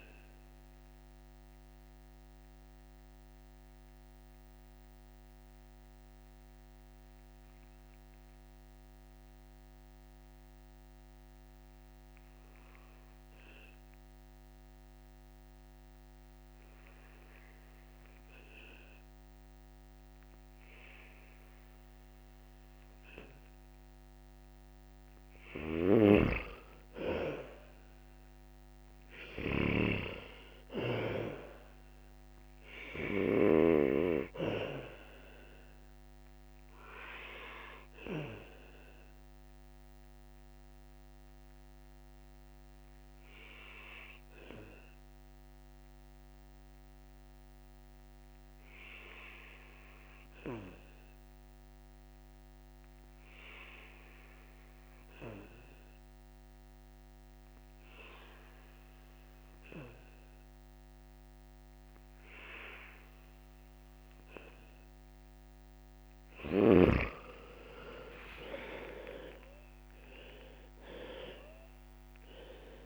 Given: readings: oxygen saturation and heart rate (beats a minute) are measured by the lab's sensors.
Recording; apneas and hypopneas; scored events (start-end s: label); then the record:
breathing in sleep by a microphone on the trachea; 2
0.00-21.50 s: oxygen desaturation (device-marked, oxygen 89% lowest, heart rate 63 extreme)
0.50-25.00 s: obstructive apnea (oxygen 99% before, 89% lowest, heart rate 69 before, 63 extreme, up 8 after)
25.50-29.50 s: snoring (device-marked)
27.00-31.00 s: arousal
29.50-59.50 s: oxygen desaturation (device-marked, oxygen 98% before, 89% lowest, heart rate 67 before, 66 extreme)
39.00-64.50 s: obstructive apnea (oxygen 98% before, 89% lowest, heart rate 71 before, 65 extreme, up 5 after)
66.50-71.50 s: arousal
From the record:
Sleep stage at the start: N2 (light sleep); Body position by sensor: on the back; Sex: male